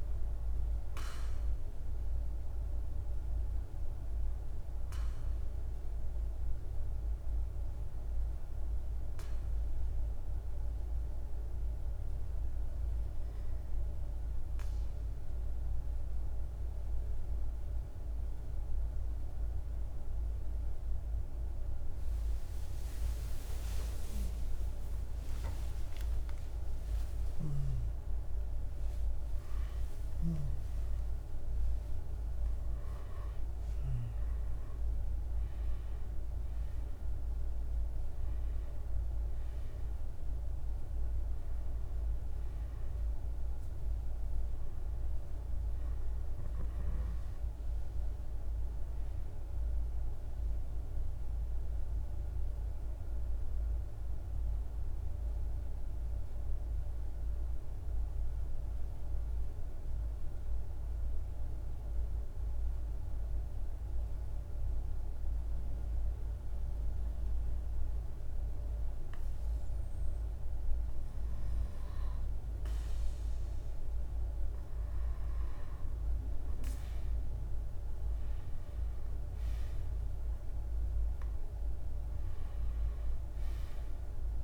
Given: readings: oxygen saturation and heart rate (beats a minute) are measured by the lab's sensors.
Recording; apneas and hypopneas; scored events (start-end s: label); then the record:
breathing in sleep, hard to hear, by a room microphone; 2
0.00-12.50 s: oxygen desaturation (device-marked, oxygen 95% lowest, heart rate 49 extreme)
7.00-23.00 s: hypopnea (oxygen 99% before, 93% lowest, heart rate 53 before, 49 extreme, up 50 after)
17.50-47.50 s: new sleep stage, N1 (lightest sleep)
24.00-30.50 s: arousal
47.50-84.44 s: new sleep stage, N2 (light sleep)
53.50-67.50 s: mixed apnea (oxygen 98% before, 92% lowest, heart rate 61 before, 48 extreme, up 3 after)
70.50-75.00 s: arousal
71.50-84.44 s: oxygen desaturation (device-marked, oxygen 98% before, 92% lowest, heart rate 49 before, 50 extreme)
From the record:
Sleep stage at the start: REM sleep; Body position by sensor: on the back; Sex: male